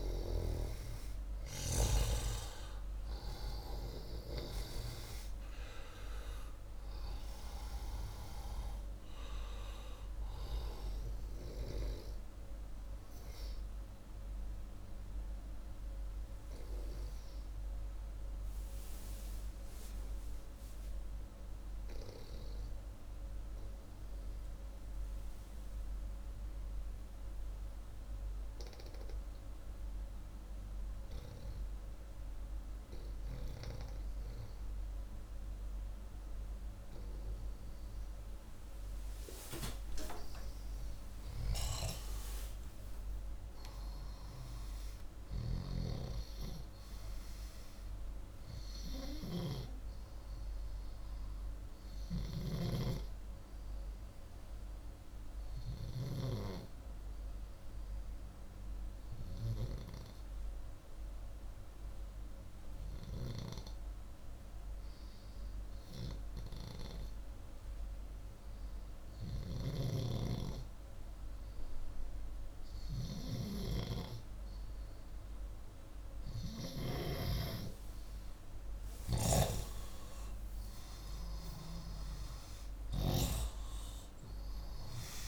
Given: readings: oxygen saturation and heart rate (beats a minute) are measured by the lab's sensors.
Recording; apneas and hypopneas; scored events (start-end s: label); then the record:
breathing in sleep by a room microphone; 2
0.00-1.00 s: arousal
23.00-40.00 s: obstructive apnea (oxygen 93% before, 87% lowest, heart rate 87 before, 61 extreme)
40.50-44.50 s: arousal
54.00-72.50 s: hypopnea (oxygen 93% before, 87% lowest, heart rate 136 before, 85 extreme, up 13 after)
76.00-79.50 s: arousal
From the record:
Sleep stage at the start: N2 (light sleep); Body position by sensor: upright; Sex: male